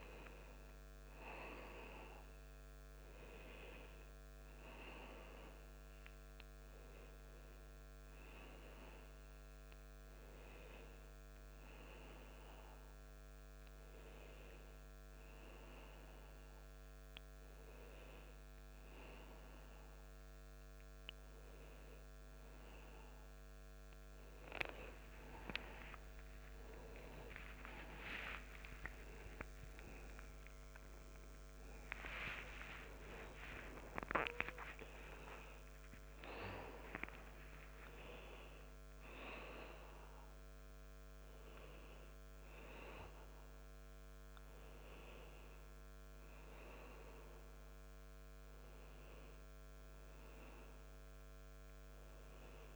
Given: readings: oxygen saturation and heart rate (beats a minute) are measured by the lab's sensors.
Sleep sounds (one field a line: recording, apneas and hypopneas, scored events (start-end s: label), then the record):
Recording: a person awake in a sleep study, by a microphone on the trachea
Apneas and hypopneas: none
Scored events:
0.00-6.50 s: oxygen desaturation (device-marked, oxygen 90% lowest)
From the record:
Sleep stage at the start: awake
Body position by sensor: on the back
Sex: male